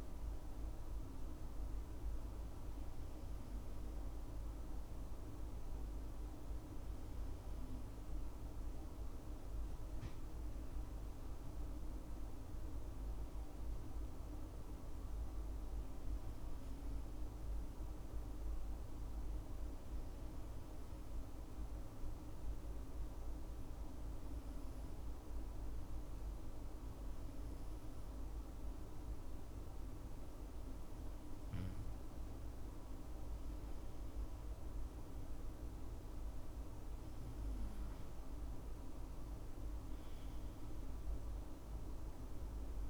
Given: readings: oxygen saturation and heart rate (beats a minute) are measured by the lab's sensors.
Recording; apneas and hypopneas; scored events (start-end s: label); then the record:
breathing in sleep, hard to hear, by a room microphone; 1
17.50-32.50 s: hypopnea (oxygen 98% before, 95% lowest, heart rate 65 before, 63 extreme, up 7 after)
36.50-40.00 s: arousal
From the record:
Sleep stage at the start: N2 (light sleep); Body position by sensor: on the back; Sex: male